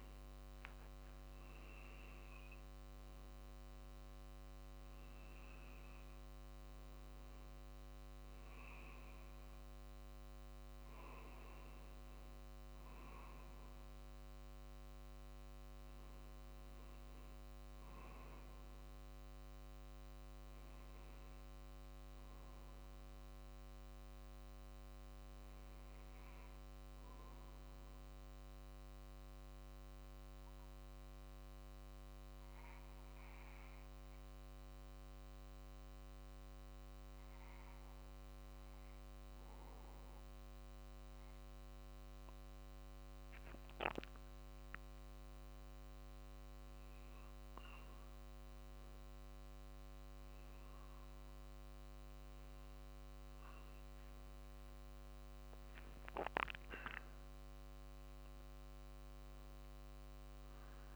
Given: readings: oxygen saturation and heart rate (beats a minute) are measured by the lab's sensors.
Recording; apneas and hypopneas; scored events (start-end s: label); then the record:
breathing in sleep, hard to hear, by a microphone on the trachea; 1
25.50-42.00 s: obstructive apnea (oxygen 94% before, 92% lowest, heart rate 49 before, 47 extreme, up 4 after)
43.50-48.50 s: arousal
48.00-60.96 s: drop in pulse transit time (device-marked, heart rate 48 before, 50 extreme)
From the record:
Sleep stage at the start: N2 (light sleep); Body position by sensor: on the back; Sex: male